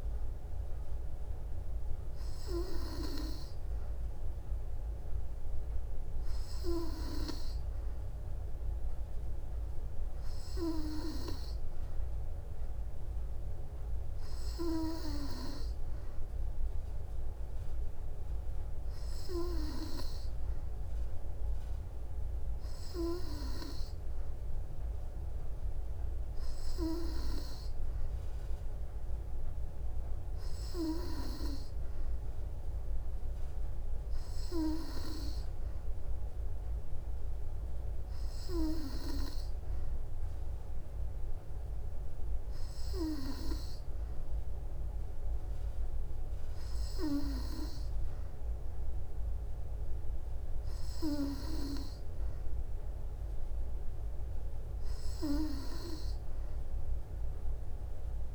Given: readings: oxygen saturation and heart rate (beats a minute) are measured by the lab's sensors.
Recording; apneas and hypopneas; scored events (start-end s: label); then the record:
breathing in sleep by a room microphone; none
none scored
From the record:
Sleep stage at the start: N2 (light sleep); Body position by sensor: on the back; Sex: female